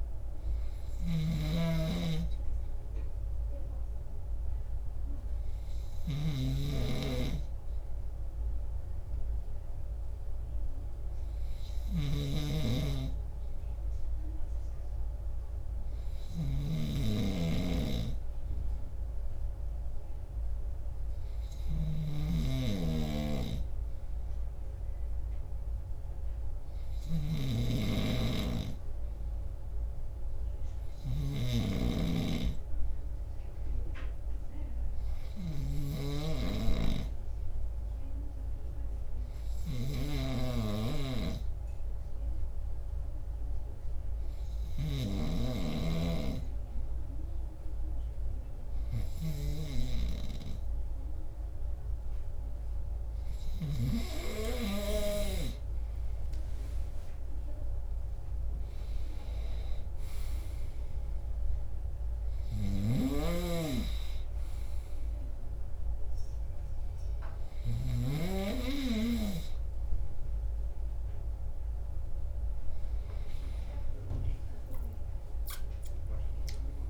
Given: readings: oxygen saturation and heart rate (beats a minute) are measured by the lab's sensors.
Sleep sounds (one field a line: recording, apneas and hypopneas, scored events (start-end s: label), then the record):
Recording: breathing in sleep by a room microphone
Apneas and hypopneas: 1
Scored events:
0.00-45.50 s: snoring (device-marked)
12.00-53.00 s: hypopnea (oxygen 97% before, 95% lowest)
55.50-58.50 s: arousal
73.00-76.89 s: arousal
From the record:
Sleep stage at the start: N2 (light sleep)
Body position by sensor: on the left side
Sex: male